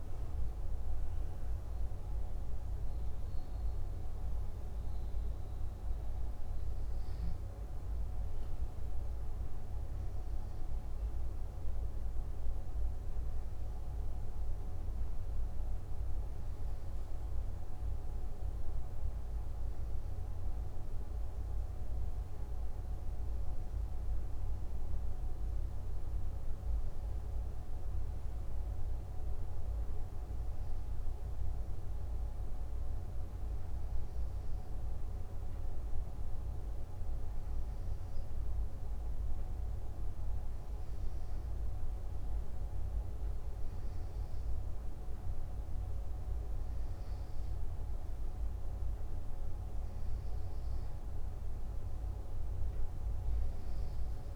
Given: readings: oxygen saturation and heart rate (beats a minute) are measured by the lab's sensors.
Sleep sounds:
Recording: breathing in sleep, hard to hear, by a room microphone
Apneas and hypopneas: none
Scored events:
0.50-5.00 s: arousal
44.00-47.50 s: arousal
From the record:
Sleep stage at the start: N2 (light sleep)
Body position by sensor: on the back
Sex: male

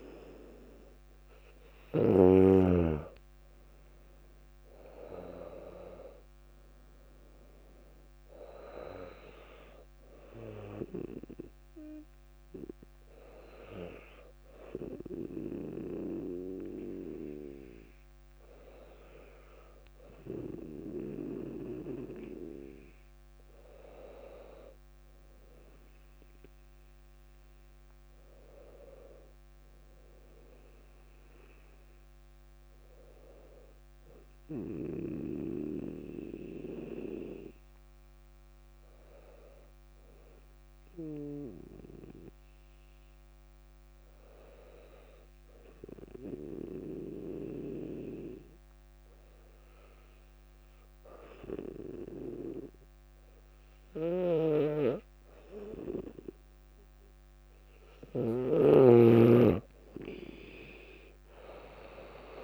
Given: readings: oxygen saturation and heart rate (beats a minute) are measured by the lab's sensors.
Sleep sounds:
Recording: breathing in sleep by a microphone on the trachea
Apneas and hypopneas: 2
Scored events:
0.00-2.00 s: snoring (device-marked)
3.50-22.50 s: oxygen desaturation (device-marked, oxygen 98% before, 95% lowest, heart rate 58 before, 56 extreme)
11.50-24.00 s: hypopnea (oxygen 99% before, 95% lowest, heart rate 59 before, 55 extreme, up 3 after)
27.50-31.00 s: arousal
37.00-57.50 s: hypopnea (oxygen 99% before, 95% lowest, heart rate 60 before, 55 extreme, up 7 after)
54.00-58.50 s: snoring (device-marked)
From the record:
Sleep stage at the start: N2 (light sleep)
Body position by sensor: on the back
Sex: female

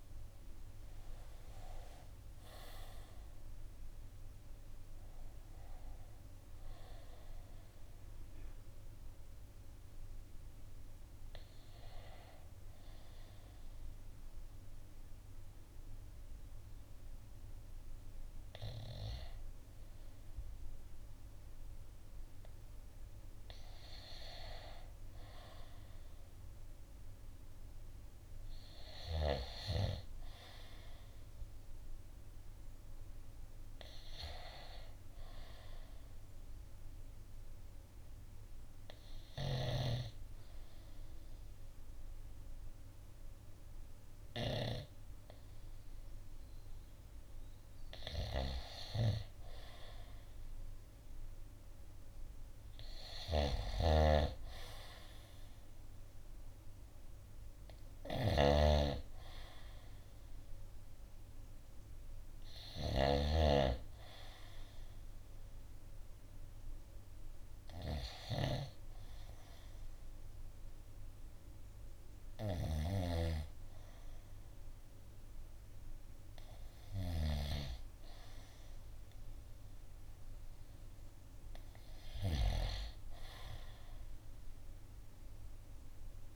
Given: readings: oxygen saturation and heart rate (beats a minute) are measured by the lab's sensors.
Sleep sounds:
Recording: breathing in sleep by a room microphone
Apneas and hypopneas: 2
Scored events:
0.00-2.50 s: arousal
7.00-22.00 s: oxygen desaturation (device-marked, oxygen 96% before, 90% lowest, heart rate 56 before, 55 extreme)
13.00-24.00 s: hypopnea (oxygen 96% before, 90% lowest, heart rate 57 before, 55 extreme, up 2 after)
27.50-31.00 s: arousal
36.00-47.00 s: hypopnea (oxygen 96% before, 91% lowest, heart rate 56 before, 55 extreme, up 2 after)
49.00-53.00 s: arousal
53.00-72.50 s: snoring (device-marked)
58.00-72.00 s: oxygen desaturation (device-marked, oxygen 94% before, 91% lowest, heart rate 56 before, 54 extreme)
From the record:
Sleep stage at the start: N2 (light sleep)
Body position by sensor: on the right side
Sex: male

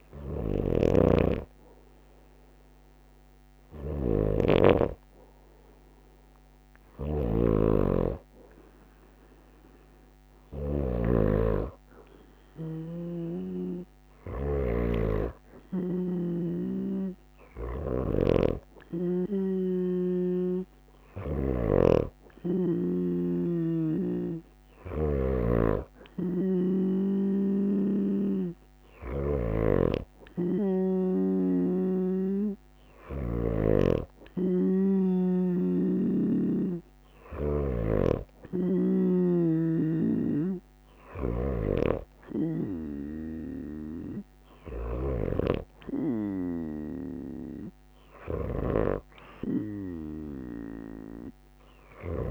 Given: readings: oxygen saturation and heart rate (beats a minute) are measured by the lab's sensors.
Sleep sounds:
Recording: breathing in sleep by a microphone on the trachea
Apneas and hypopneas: none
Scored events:
0.00-10.50 s: snoring (device-marked)
34.50-38.50 s: snoring (device-marked)
From the record:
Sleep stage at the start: N2 (light sleep)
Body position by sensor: on the right side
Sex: female

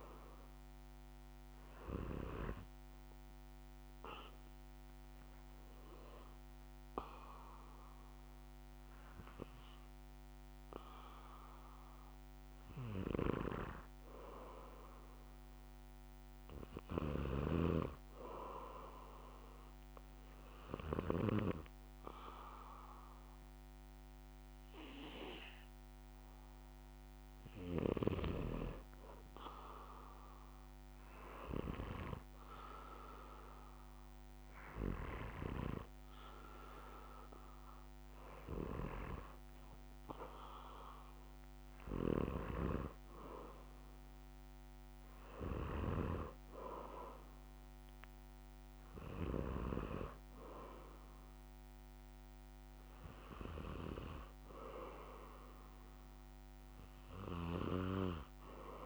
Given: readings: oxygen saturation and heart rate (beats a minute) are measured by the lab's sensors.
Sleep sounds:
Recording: breathing in sleep by a microphone on the trachea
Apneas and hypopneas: 1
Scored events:
0.00-1.50 s: oxygen desaturation (device-marked, oxygen 92% lowest, heart rate 65 extreme)
4.00-15.00 s: hypopnea (oxygen 97% before, 94% lowest, heart rate 68 before, 65 extreme, up 1 after)
16.50-19.50 s: arousal
17.00-21.50 s: snoring (device-marked)
From the record:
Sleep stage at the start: N2 (light sleep)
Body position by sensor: on the back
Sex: male

